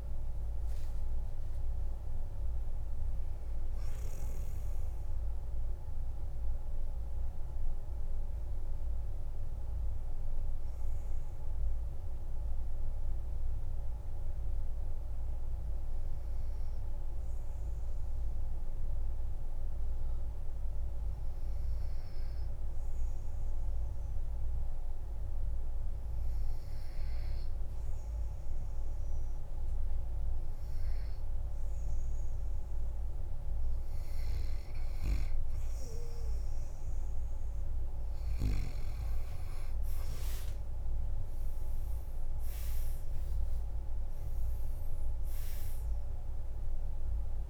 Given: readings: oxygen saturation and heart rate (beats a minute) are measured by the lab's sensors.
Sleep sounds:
breathing in sleep, hard to hear, by a room microphone; 1
0.00-3.50 s: oxygen desaturation (device-marked, oxygen 94% lowest, heart rate 44 extreme)
7.00-33.50 s: obstructive apnea (oxygen 97% before, 92% lowest, heart rate 56 before, 45 extreme, up 9 after)
29.50-47.50 s: oxygen desaturation (device-marked, oxygen 99% before, 92% lowest, heart rate 46 before, 44 extreme)
41.50-45.50 s: arousal
From the record:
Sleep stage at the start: N2 (light sleep); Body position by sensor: on the back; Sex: male

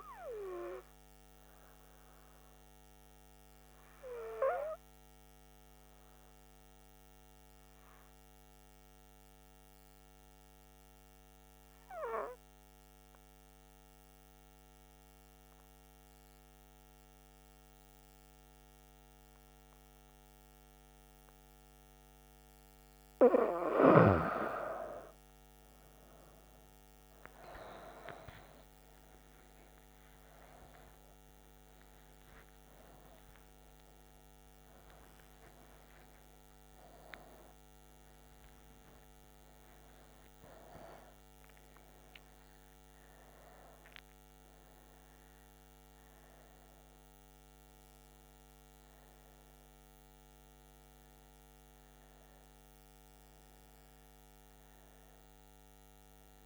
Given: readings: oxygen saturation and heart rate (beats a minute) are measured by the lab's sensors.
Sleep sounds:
a person awake in a sleep study, by a microphone on the trachea; 1
7.00-22.00 s: obstructive apnea (oxygen 96% before, 93% lowest, heart rate 67 before, 66 extreme, up 8 after)
21.00-44.00 s: oxygen desaturation (device-marked, oxygen 97% before, 93% lowest, heart rate 66 before, 70 extreme)
23.00-53.00 s: new sleep stage, awake
53.00-56.46 s: new sleep stage, N2 (light sleep)
From the record:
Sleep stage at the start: N2 (light sleep); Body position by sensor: on the right side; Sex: female

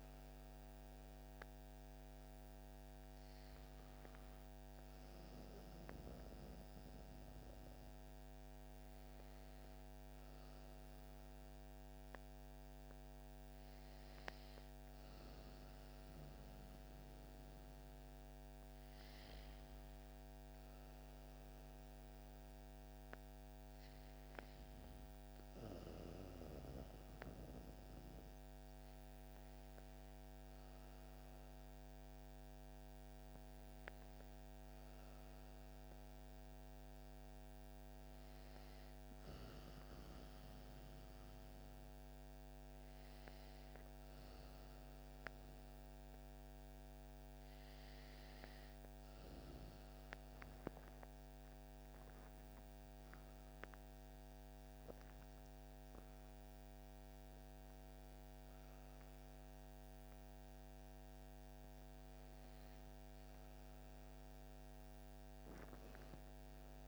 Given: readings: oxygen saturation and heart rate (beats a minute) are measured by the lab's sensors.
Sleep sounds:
breathing in sleep, hard to hear, by a microphone on the trachea; none
53.00-57.00 s: arousal
From the record:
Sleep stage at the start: N2 (light sleep); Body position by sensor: on the back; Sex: female

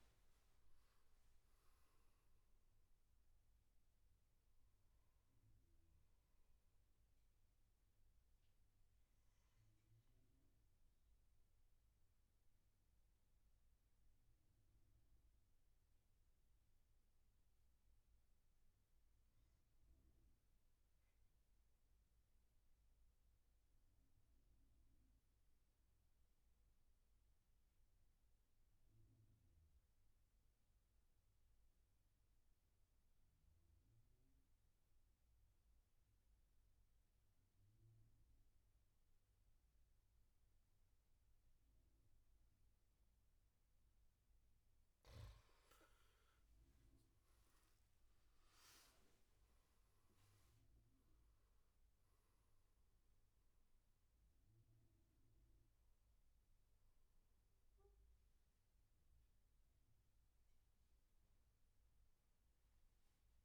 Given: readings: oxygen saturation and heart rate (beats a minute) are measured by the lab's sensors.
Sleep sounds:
breathing in sleep, hard to hear, by a room microphone; 1
0.00-17.00 s: oxygen desaturation (device-marked, oxygen 92% lowest, heart rate 59 extreme)
6.50-43.50 s: mixed apnea (oxygen 99% before, 89% lowest, heart rate 77 before, 61 extreme, up 18 after)
35.00-63.45 s: oxygen desaturation (device-marked, oxygen 99% before, 89% lowest, heart rate 69 before, 62 extreme)
46.00-50.00 s: arousal
From the record:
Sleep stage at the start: N2 (light sleep); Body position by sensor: on the back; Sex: male

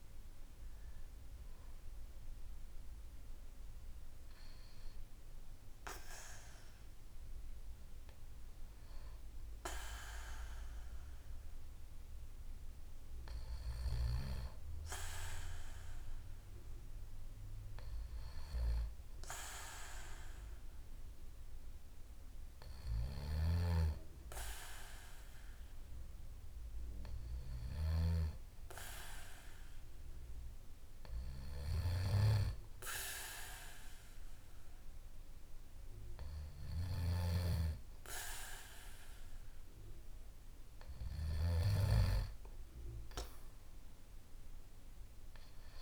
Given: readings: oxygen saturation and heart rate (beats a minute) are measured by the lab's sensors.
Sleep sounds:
breathing in sleep by a room microphone; none
0.00-3.00 s: arousal
From the record:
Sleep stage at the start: N2 (light sleep); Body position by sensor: on the back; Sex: male

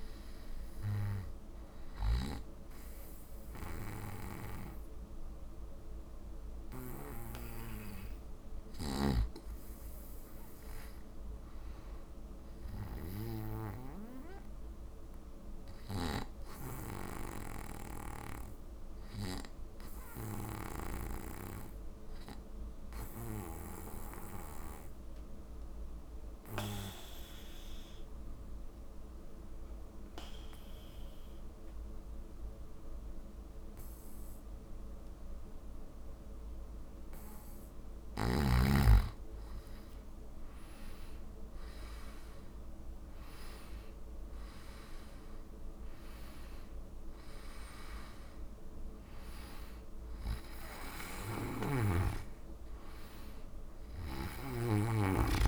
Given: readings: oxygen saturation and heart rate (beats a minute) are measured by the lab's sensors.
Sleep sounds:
breathing in sleep by a room microphone; 1
15.50-18.50 s: arousal
21.00-38.00 s: obstructive apnea (oxygen 97% before, 92% lowest, heart rate 51 before, 33 extreme, up 2 after)
40.00-45.00 s: arousal
51.50-55.48 s: snoring (device-marked)
From the record:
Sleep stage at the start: N2 (light sleep); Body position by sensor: on the back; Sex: male

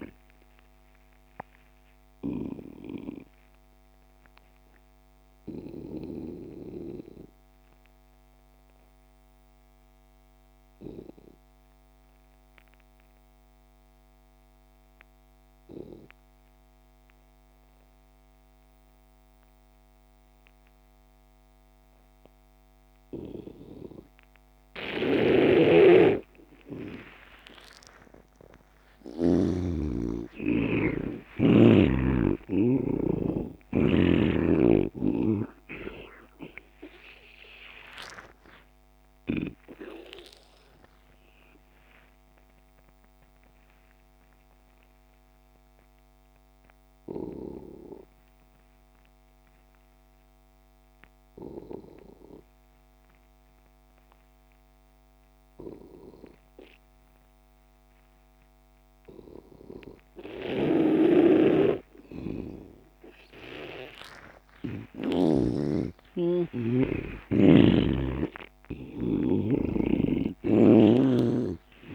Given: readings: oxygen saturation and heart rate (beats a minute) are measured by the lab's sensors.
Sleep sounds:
breathing in sleep by a microphone on the trachea; 2
0.00-3.00 s: snoring (device-marked)
0.00-14.50 s: oxygen desaturation (device-marked, oxygen 86% lowest)
1.50-27.50 s: obstructive apnea (oxygen 98% before, 84% lowest)
25.50-30.00 s: snoring (device-marked)
26.50-52.50 s: oxygen desaturation (device-marked, oxygen 97% before, 84% lowest)
28.50-33.50 s: arousal
38.00-64.00 s: obstructive apnea (oxygen 97% before, 84% lowest)
61.00-66.00 s: snoring (device-marked)
63.50-71.95 s: oxygen desaturation (device-marked, oxygen 99% before, 85% lowest)
65.50-71.00 s: arousal
From the record:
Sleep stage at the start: N2 (light sleep); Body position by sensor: on the back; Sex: male

